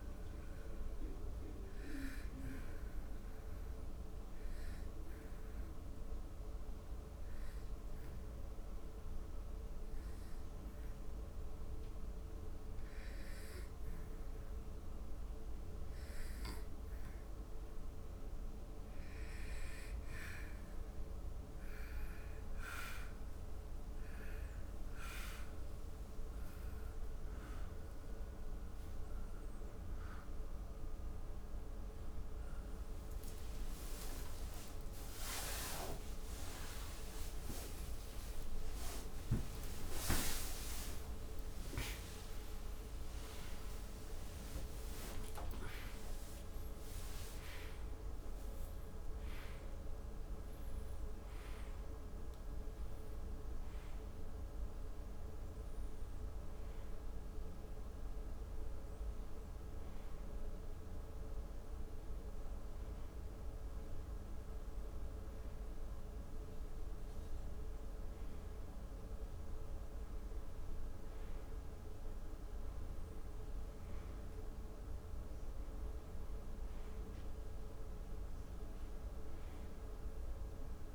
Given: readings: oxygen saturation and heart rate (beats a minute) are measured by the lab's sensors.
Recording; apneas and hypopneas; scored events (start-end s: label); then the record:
breathing in sleep by a room microphone; 1
0.00-13.00 s: oxygen desaturation (device-marked, oxygen 92% lowest, heart rate 73 extreme)
2.50-18.00 s: obstructive apnea (oxygen 96% before, 89% lowest, heart rate 79 before, 73 extreme, up 5 after)
21.00-36.00 s: oxygen desaturation (device-marked, oxygen 96% before, 89% lowest, heart rate 77 before, 82 extreme)
33.50-35.50 s: long interval between heartbeats (device-marked, heart rate 79 before, 96 extreme)
36.00-66.00 s: new sleep stage, N1 (lightest sleep)
36.50-43.00 s: arousal
41.00-43.00 s: long interval between heartbeats (device-marked, heart rate 87 before, 102 extreme)
66.00-80.95 s: new sleep stage, N2 (light sleep)
73.00-80.95 s: oxygen desaturation (device-marked, oxygen 97% before, 93% lowest, heart rate 86 before, 73 extreme)
From the record:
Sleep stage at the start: N2 (light sleep); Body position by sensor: on the back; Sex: male